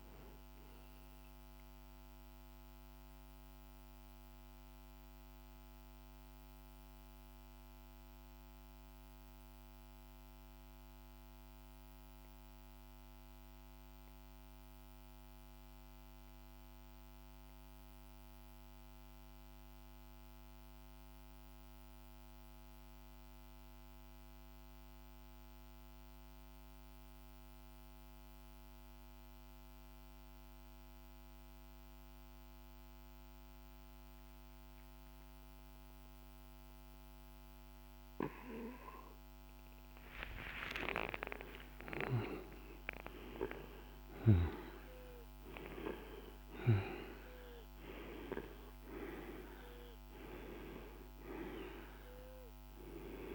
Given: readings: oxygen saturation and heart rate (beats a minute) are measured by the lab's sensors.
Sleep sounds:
breathing in sleep by a microphone on the trachea; 1
0.00-14.00 s: oxygen desaturation (device-marked, oxygen 84% lowest, heart rate 48 extreme)
1.50-38.50 s: mixed apnea (oxygen 98% before, 84% lowest, heart rate 75 before, 48 extreme, up 22 after)
33.00-53.34 s: oxygen desaturation (device-marked, oxygen 100% before, 86% lowest, heart rate 50 before, 48 extreme)
39.00-44.50 s: arousal
From the record:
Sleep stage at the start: N2 (light sleep); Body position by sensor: on the back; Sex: male

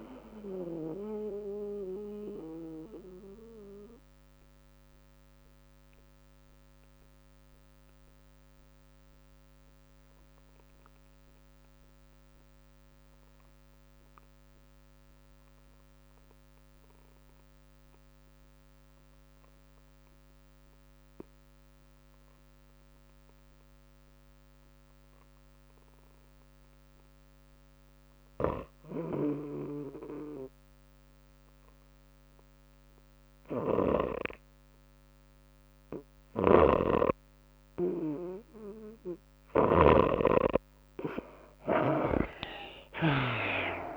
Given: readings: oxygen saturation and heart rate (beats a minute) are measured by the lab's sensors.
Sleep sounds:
breathing in sleep by a microphone on the trachea; 1
0.00-10.00 s: drop in pulse transit time (device-marked, heart rate 108 extreme)
0.00-14.00 s: oxygen desaturation (device-marked, oxygen 61% lowest, heart rate 98 extreme)
0.00-31.00 s: tachycardia (device-marked, heart rate 118 extreme)
2.00-33.50 s: mixed apnea (oxygen 79% before, 61% lowest, heart rate 108 before, 98 extreme)
16.00-43.97 s: oxygen desaturation (device-marked, oxygen 98% before, 62% lowest, heart rate 114 before, 98 extreme)
36.00-41.00 s: arousal
37.00-43.97 s: snoring (device-marked)
40.00-43.97 s: tachycardia (device-marked, heart rate 106 before, 123 extreme)
From the record:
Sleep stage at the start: REM sleep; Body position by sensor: on the back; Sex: female

